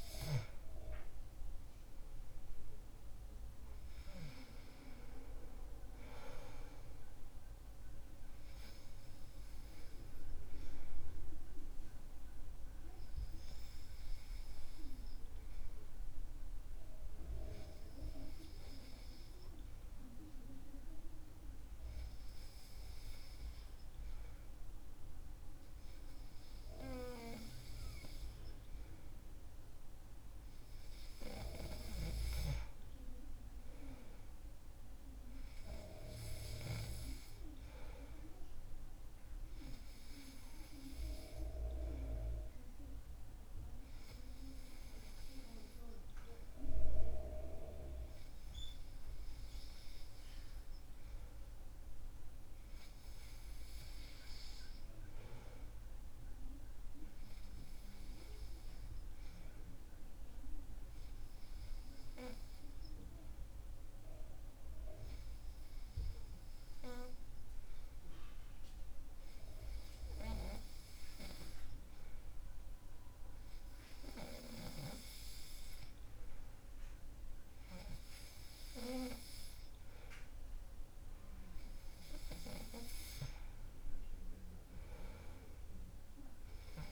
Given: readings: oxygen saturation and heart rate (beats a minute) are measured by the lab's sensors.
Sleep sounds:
breathing in sleep by a room microphone; 2
10.50-29.50 s: hypopnea (oxygen 96% before, 95% lowest, heart rate 69 before, 61 extreme, up 2 after)
32.50-36.50 s: arousal
58.00-75.50 s: hypopnea (oxygen 97% before, 94% lowest, heart rate 64 before, 62 extreme, up 4 after)
78.50-81.50 s: arousal
From the record:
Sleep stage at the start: N2 (light sleep); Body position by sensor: on the back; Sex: male

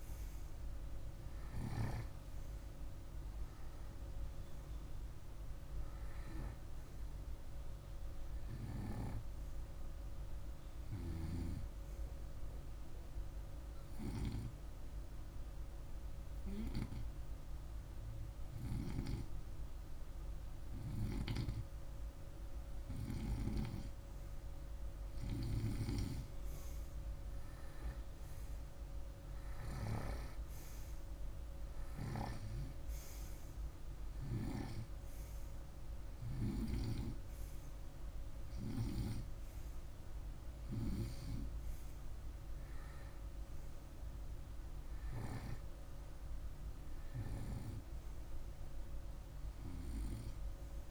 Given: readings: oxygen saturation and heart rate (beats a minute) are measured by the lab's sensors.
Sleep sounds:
breathing in sleep by a room microphone; 1
12.00-24.00 s: hypopnea (oxygen 97% before, 95% lowest, heart rate 51 before, 49 extreme, up 5 after)
27.00-33.00 s: arousal
From the record:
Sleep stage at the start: N2 (light sleep); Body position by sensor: on the right side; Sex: male

